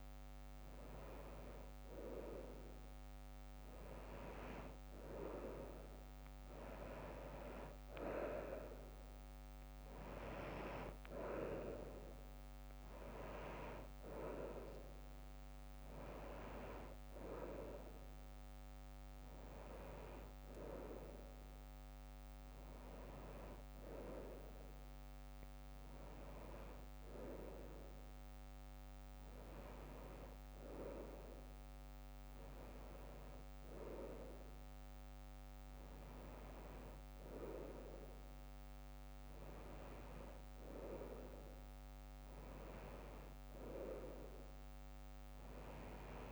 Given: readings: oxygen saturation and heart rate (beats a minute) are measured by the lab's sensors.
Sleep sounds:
breathing in sleep by a microphone on the trachea; none
none scored
From the record:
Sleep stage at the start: N2 (light sleep); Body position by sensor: on the front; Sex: female

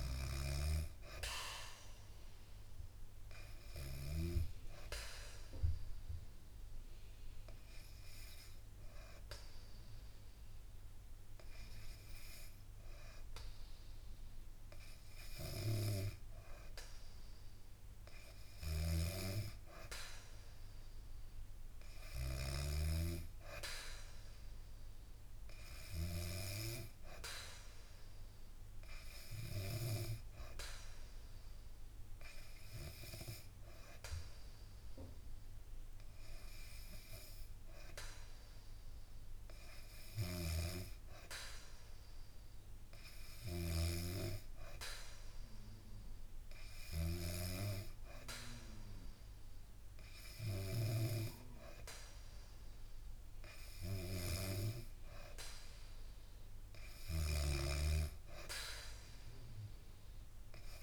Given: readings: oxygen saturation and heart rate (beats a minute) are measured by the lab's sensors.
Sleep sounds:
breathing in sleep by a room microphone; 1
4.00-15.50 s: hypopnea (oxygen 98% before, 94% lowest, heart rate 68 before, 63 extreme, up 6 after)
20.00-24.50 s: arousal
From the record:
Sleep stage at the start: N2 (light sleep); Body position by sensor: on the back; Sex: female

